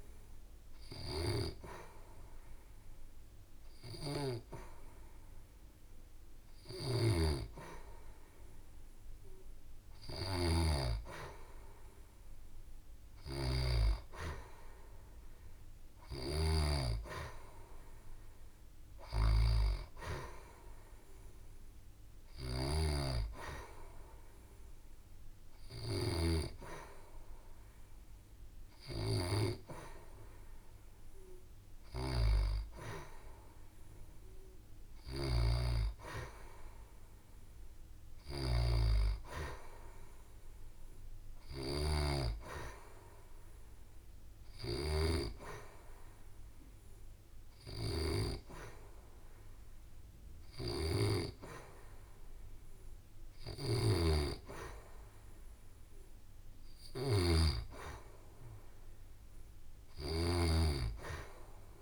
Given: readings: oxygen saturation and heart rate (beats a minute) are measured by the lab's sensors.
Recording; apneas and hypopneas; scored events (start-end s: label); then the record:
breathing in sleep by a room microphone; none
0.00-2.50 s: arousal
4.00-15.00 s: oxygen desaturation (device-marked, oxygen 93% before, 89% lowest, heart rate 72 before, 68 extreme)
17.00-19.00 s: long interval between heartbeats (device-marked, heart rate 71 before, 71 extreme)
From the record:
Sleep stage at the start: N2 (light sleep); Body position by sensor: on the back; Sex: female